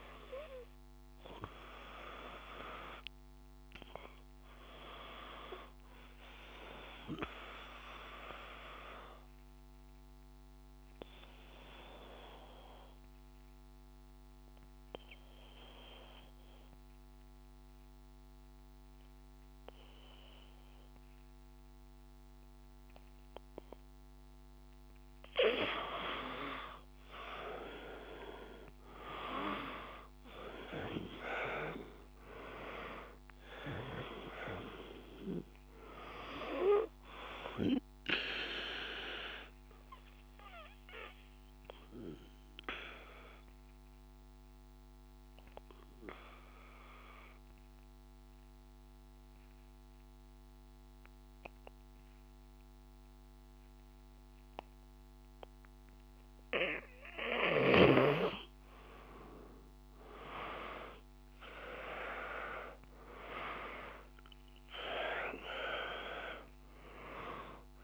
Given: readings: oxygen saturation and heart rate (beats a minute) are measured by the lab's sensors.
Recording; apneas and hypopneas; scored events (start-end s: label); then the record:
breathing in sleep by a microphone on the trachea; 2
0.00-13.00 s: oxygen desaturation (device-marked, oxygen 89% lowest, heart rate 53 extreme)
5.50-23.00 s: obstructive apnea (oxygen 97% before, 89% lowest, heart rate 56 before, 54 extreme, up 2 after)
26.00-31.50 s: arousal
31.00-50.00 s: oxygen desaturation (device-marked, oxygen 97% before, 90% lowest, heart rate 56 before, 54 extreme)
38.00-56.00 s: obstructive apnea (oxygen 97% before, 90% lowest, heart rate 57 before, 53 extreme, up 1 after)
61.50-66.00 s: arousal
From the record:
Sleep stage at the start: N2 (light sleep); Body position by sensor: on the back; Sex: male